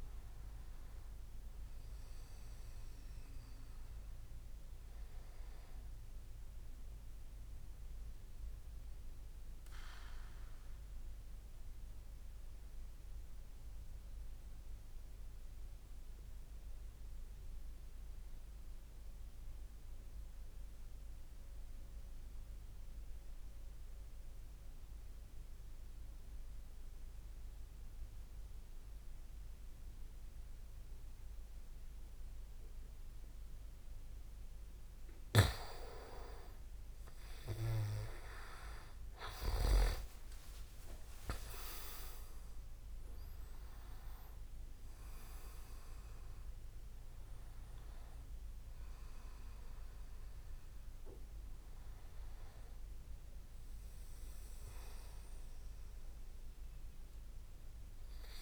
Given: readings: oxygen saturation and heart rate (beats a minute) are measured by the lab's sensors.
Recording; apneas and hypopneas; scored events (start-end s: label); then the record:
breathing in sleep by a room microphone; 1
8.50-35.50 s: mixed apnea (oxygen 96% before, 90% lowest)
33.50-55.50 s: oxygen desaturation (device-marked, oxygen 98% before, 90% lowest)
38.00-42.50 s: arousal
40.00-43.50 s: leg movement (device-marked)
From the record:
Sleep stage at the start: N2 (light sleep); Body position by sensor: on the back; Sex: male